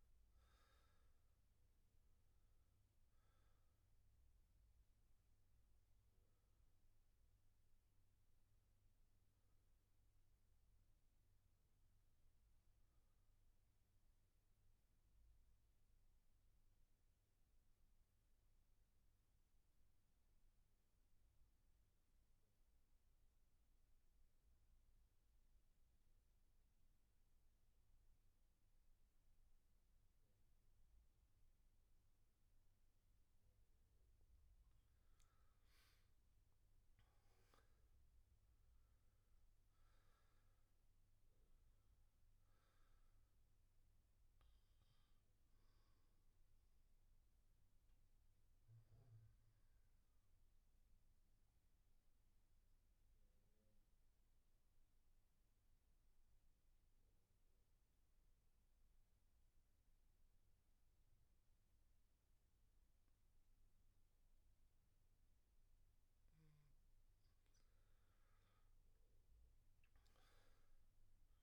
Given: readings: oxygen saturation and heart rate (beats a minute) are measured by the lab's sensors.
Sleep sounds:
breathing in sleep, hard to hear, by a room microphone; 2
0.00-15.00 s: oxygen desaturation (device-marked, oxygen 86% lowest, heart rate 61 extreme)
13.50-33.00 s: mixed apnea (oxygen 97% before, 86% lowest, heart rate 74 before, 61 extreme, up 12 after)
34.50-38.50 s: arousal
35.00-54.00 s: oxygen desaturation (device-marked, oxygen 98% before, 88% lowest, heart rate 65 before, 65 extreme)
46.50-66.00 s: obstructive apnea (oxygen 100% before, 86% lowest, heart rate 70 before, 62 extreme, up 10 after)
65.00-71.43 s: oxygen desaturation (device-marked, oxygen 99% before, 86% lowest, heart rate 66 before, 62 extreme)
68.00-71.43 s: arousal
From the record:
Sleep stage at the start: N2 (light sleep); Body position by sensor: on the back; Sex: male

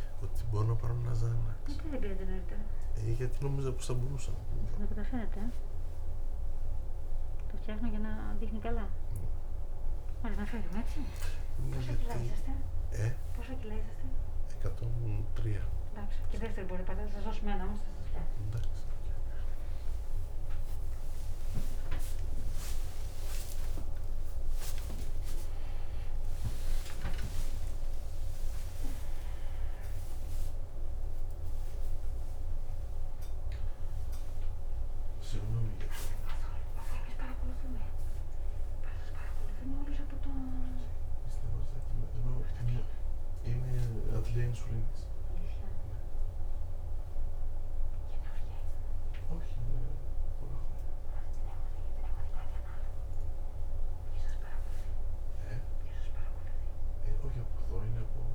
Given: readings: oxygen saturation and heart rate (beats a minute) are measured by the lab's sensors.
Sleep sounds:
a person awake in a sleep study, by a room microphone; none
none scored
From the record:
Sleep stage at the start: awake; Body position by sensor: upright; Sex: male

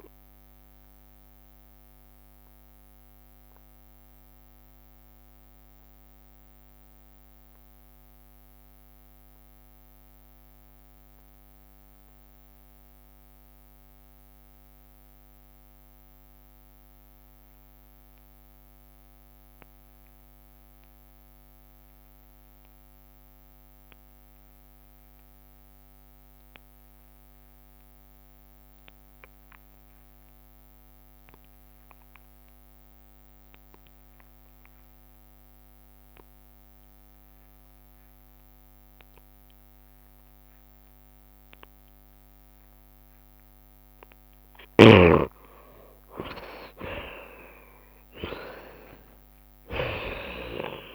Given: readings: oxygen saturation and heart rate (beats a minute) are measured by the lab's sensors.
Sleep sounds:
breathing in sleep by a microphone on the trachea; 1
0.00-16.00 s: oxygen desaturation (device-marked, oxygen 66% lowest, heart rate 67 extreme)
0.50-43.00 s: obstructive apnea (oxygen 80% before, 65% lowest, heart rate 81 before, 67 extreme, up 13 after)
18.00-50.95 s: oxygen desaturation (device-marked, oxygen 91% before, 65% lowest, heart rate 80 before, 67 extreme)
31.50-33.50 s: long interval between heartbeats (device-marked, heart rate 70 before, 80 extreme)
34.00-36.00 s: long interval between heartbeats (device-marked, heart rate 72 before, 92 extreme)
37.00-39.00 s: long interval between heartbeats (device-marked, heart rate 76 before, 92 extreme)
40.00-42.00 s: long interval between heartbeats (device-marked, heart rate 79 before, 93 extreme)
43.00-48.00 s: tachycardia (device-marked, heart rate 72 before, 103 extreme)
45.00-47.00 s: long interval between heartbeats (device-marked, heart rate 85 before, 99 extreme)
45.50-49.50 s: arousal
From the record:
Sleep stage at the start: N2 (light sleep); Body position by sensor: on the back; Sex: male

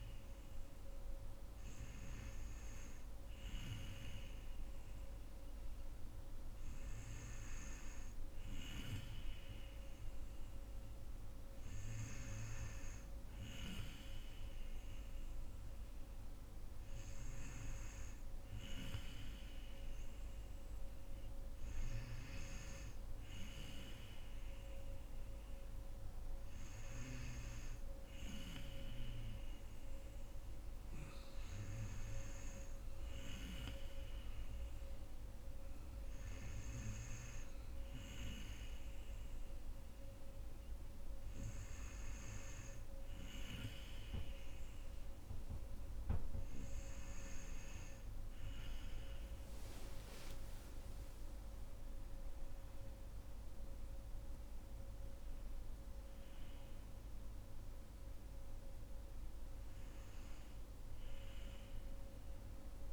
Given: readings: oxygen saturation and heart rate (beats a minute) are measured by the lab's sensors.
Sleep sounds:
breathing in sleep by a room microphone; none
none scored
From the record:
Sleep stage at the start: N2 (light sleep); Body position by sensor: on the right side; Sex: female

